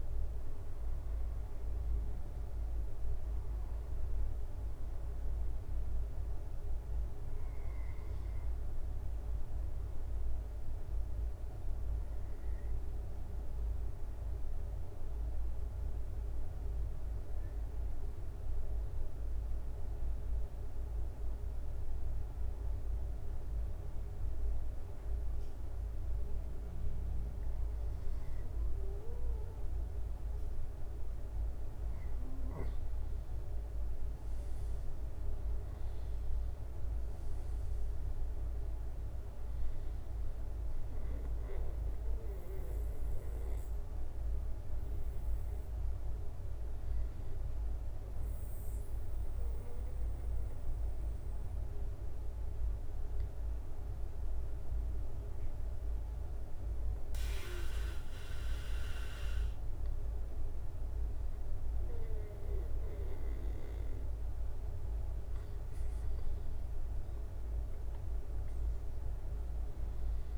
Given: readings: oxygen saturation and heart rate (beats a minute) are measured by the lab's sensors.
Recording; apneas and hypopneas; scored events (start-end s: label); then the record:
breathing in sleep, hard to hear, by a room microphone; 2
6.50-31.00 s: obstructive apnea (oxygen 97% before, 91% lowest, heart rate 69 before, 66 extreme, up 6 after)
25.00-55.00 s: oxygen desaturation (device-marked, oxygen 96% before, 91% lowest, heart rate 67 before, 67 extreme)
33.00-47.00 s: drop in pulse transit time (device-marked, heart rate 68 before, 71 extreme)
34.50-38.50 s: arousal
48.00-61.50 s: hypopnea (oxygen 96% before, 91% lowest, heart rate 74 before, 67 extreme, up 3 after)
63.00-68.00 s: arousal
From the record:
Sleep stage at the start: N2 (light sleep); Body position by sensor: on the back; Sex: male